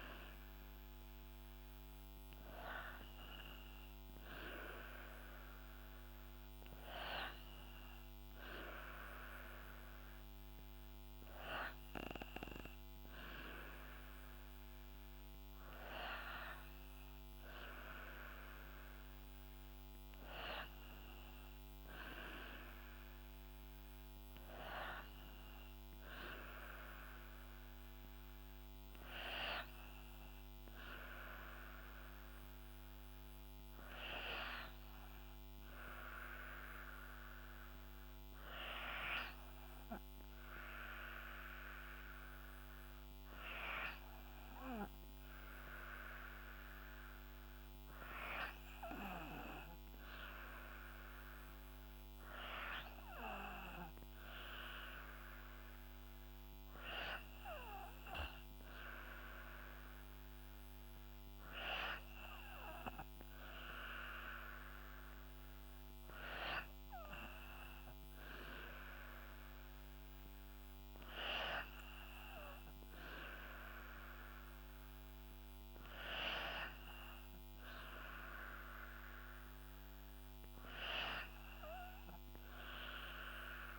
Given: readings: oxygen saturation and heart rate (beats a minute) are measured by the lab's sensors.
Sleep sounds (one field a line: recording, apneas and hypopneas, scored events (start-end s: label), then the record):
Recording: breathing in sleep by a microphone on the trachea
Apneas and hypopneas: none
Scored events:
none scored
From the record:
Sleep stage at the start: N3 (deep sleep)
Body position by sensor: on the back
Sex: female